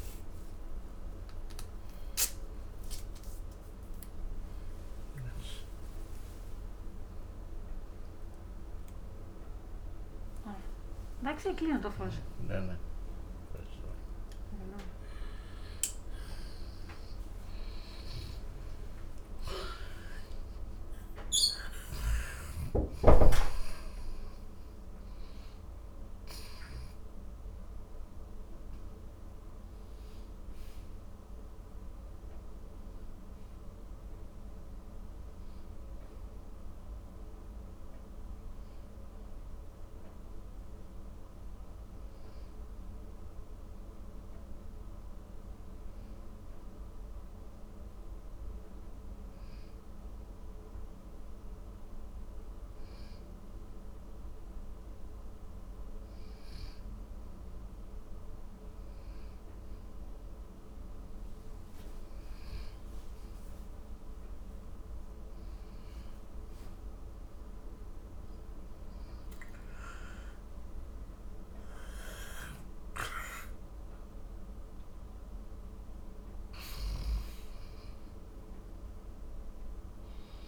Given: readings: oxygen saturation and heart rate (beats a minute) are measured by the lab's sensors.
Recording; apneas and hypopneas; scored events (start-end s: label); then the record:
breathing in sleep by a room microphone; none
27.50-80.48 s: new sleep stage, N2 (light sleep)
70.50-76.00 s: arousal
From the record:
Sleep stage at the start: N1 (lightest sleep); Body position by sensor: on the back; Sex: male